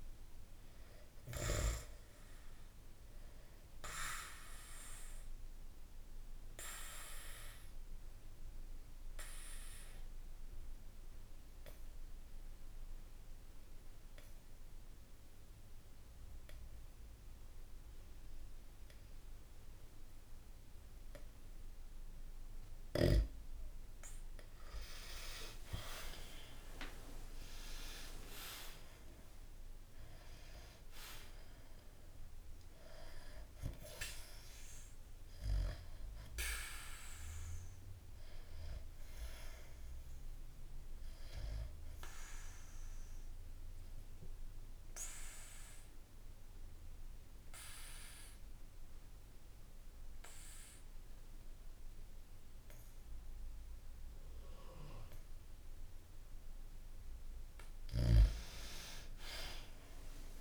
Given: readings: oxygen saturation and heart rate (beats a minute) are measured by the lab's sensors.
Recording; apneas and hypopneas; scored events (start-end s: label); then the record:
breathing in sleep by a room microphone; 2
0.00-20.50 s: oxygen desaturation (device-marked, oxygen 92% lowest, heart rate 63 extreme)
3.50-23.00 s: obstructive apnea (oxygen 98% before, 92% lowest, heart rate 64 before, 64 extreme, up 0 after)
25.00-28.50 s: arousal
32.50-46.50 s: oxygen desaturation (device-marked, oxygen 98% before, 92% lowest, heart rate 65 before, 64 extreme)
40.00-56.00 s: obstructive apnea (oxygen 98% before, 92% lowest, heart rate 65 before, 64 extreme, up 0 after)
From the record:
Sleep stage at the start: N2 (light sleep); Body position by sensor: on the back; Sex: male